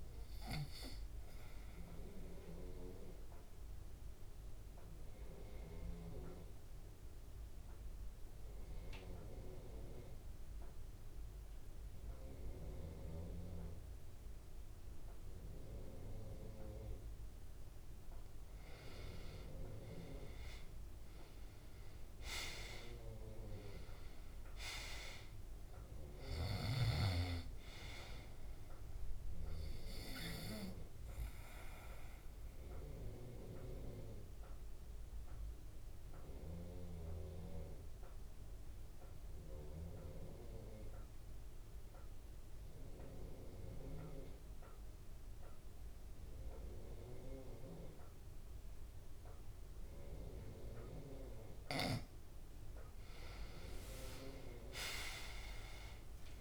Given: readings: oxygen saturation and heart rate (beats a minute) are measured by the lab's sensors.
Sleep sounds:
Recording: breathing in sleep by a room microphone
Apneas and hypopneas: 2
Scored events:
0.00-21.00 s: oxygen desaturation (device-marked, oxygen 97% before, 87% lowest, heart rate 98 before, 120 extreme)
2.00-17.00 s: obstructive apnea (oxygen 98% before, 87% lowest, heart rate 108 before, 120 extreme, up 40 after)
20.50-24.50 s: arousal
31.00-52.00 s: obstructive apnea (oxygen 98% before, 87% lowest, heart rate 150 before, 127 extreme, up 35 after)
34.00-50.00 s: oxygen desaturation (device-marked, oxygen 98% before, 88% lowest, heart rate 154 before, 133 extreme)
54.50-56.41 s: arousal
From the record:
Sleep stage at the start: N2 (light sleep)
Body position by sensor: on the back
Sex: male

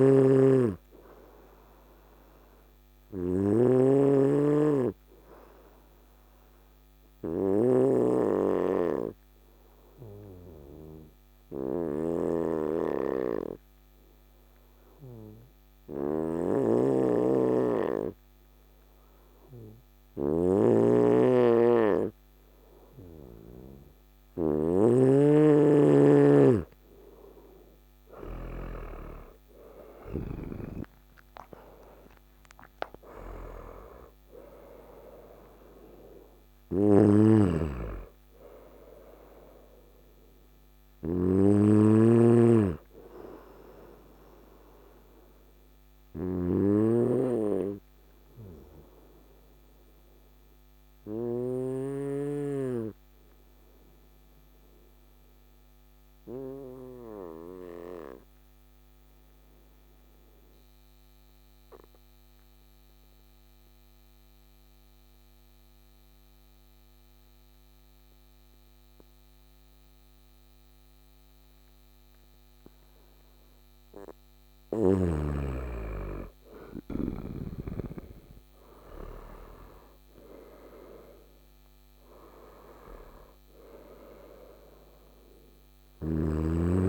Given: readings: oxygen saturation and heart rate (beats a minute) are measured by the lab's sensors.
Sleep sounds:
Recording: breathing in sleep by a microphone on the trachea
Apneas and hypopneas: 2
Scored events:
0.00-7.50 s: snoring (device-marked)
0.00-20.00 s: oxygen desaturation (device-marked, oxygen 93% lowest, heart rate 55 extreme)
5.50-25.50 s: obstructive apnea (oxygen 100% before, 91% lowest, heart rate 56 before, 56 extreme, up 15 after)
19.50-28.00 s: snoring (device-marked)
28.00-32.00 s: arousal
36.00-52.00 s: snoring (device-marked)
44.50-73.00 s: obstructive apnea (oxygen 95% before, 91% lowest, heart rate 66 before, 51 extreme, up 13 after)
76.00-81.00 s: arousal
78.00-86.89 s: oxygen desaturation (device-marked, oxygen 98% before, 92% lowest, heart rate 52 before, 55 extreme)
85.50-86.89 s: snoring (device-marked)
From the record:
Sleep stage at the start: N2 (light sleep)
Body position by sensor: on the right side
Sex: male

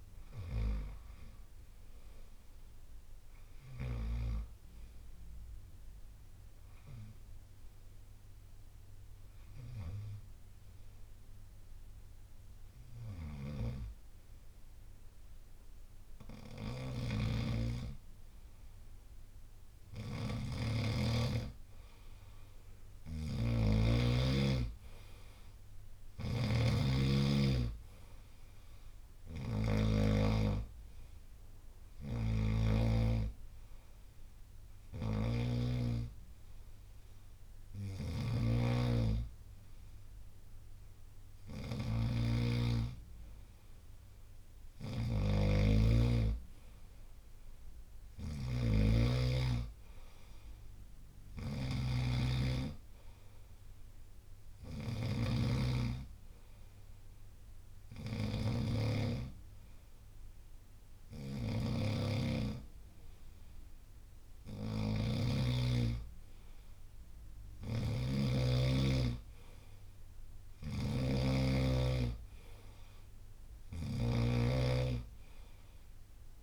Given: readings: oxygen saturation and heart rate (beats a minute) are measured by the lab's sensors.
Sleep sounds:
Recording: breathing in sleep by a room microphone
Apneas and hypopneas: 3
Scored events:
0.00-15.50 s: oxygen desaturation (device-marked, oxygen 91% lowest, heart rate 62 extreme)
8.50-19.00 s: hypopnea (oxygen 95% before, 91% lowest, heart rate 67 before, 62 extreme, up 3 after)
16.50-20.50 s: snoring (device-marked)
21.00-24.50 s: arousal
22.50-32.50 s: snoring (device-marked)
23.50-41.50 s: oxygen desaturation (device-marked, oxygen 95% before, 92% lowest, heart rate 65 before, 62 extreme)
28.00-30.00 s: long interval between heartbeats (device-marked, heart rate 64 before, 65 extreme)
30.00-42.50 s: hypopnea (oxygen 95% before, 91% lowest, heart rate 64 before, 62 extreme, up 2 after)
34.50-45.50 s: snoring (device-marked)
45.00-49.00 s: arousal
47.50-65.00 s: snoring (device-marked)
55.00-57.00 s: long interval between heartbeats (device-marked, heart rate 64 before, 68 extreme)
55.00-65.00 s: hypopnea (oxygen 95% before, 91% lowest, heart rate 64 before, 63 extreme, up 5 after)
67.00-76.43 s: snoring (device-marked)
67.50-71.00 s: arousal
72.50-76.43 s: oxygen desaturation (device-marked, oxygen 94% before, 91% lowest, heart rate 66 before, 64 extreme)
From the record:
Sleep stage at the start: N2 (light sleep)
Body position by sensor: on the right side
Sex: male

